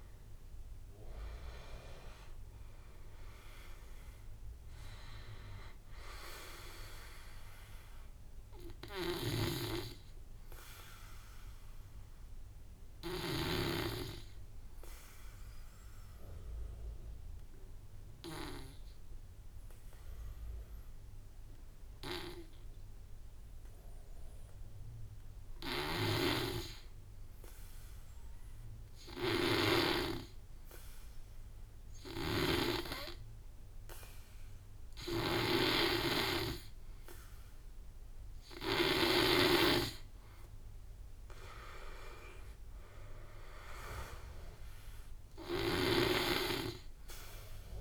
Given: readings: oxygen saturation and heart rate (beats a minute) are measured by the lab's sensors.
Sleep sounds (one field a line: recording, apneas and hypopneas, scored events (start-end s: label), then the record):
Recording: breathing in sleep by a room microphone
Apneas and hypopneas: 1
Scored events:
0.00-4.00 s: arousal
0.00-12.00 s: drop in pulse transit time (device-marked, heart rate 54 extreme)
15.50-33.50 s: obstructive apnea (oxygen 92% before, 89% lowest, heart rate 62 before, 48 extreme, up 8 after)
25.50-39.00 s: snoring (device-marked)
34.00-47.81 s: oxygen desaturation (device-marked, oxygen 98% before, 89% lowest, heart rate 52 before, 48 extreme)
38.50-42.00 s: arousal
42.00-47.81 s: drop in pulse transit time (device-marked, heart rate 54 before, 48 extreme)
From the record:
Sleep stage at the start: N2 (light sleep)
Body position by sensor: on the back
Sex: male